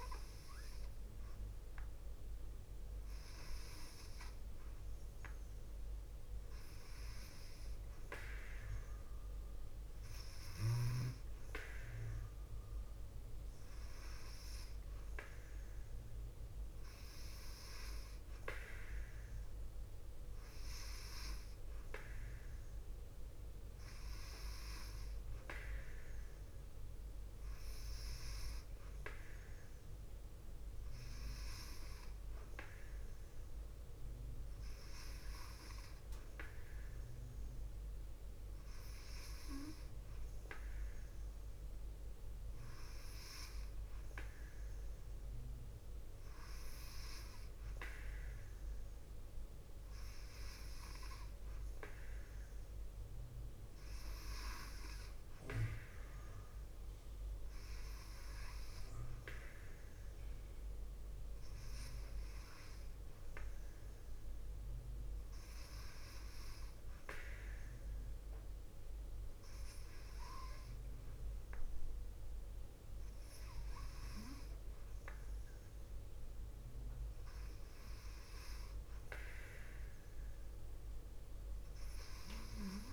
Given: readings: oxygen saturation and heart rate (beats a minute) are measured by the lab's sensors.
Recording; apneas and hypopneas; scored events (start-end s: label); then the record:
breathing in sleep by a room microphone; none
0.00-1.50 s: arousal
9.00-30.00 s: oxygen desaturation (device-marked, oxygen 96% before, 93% lowest, heart rate 53 before, 56 extreme)
From the record:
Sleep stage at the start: N2 (light sleep); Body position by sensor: on the left side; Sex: female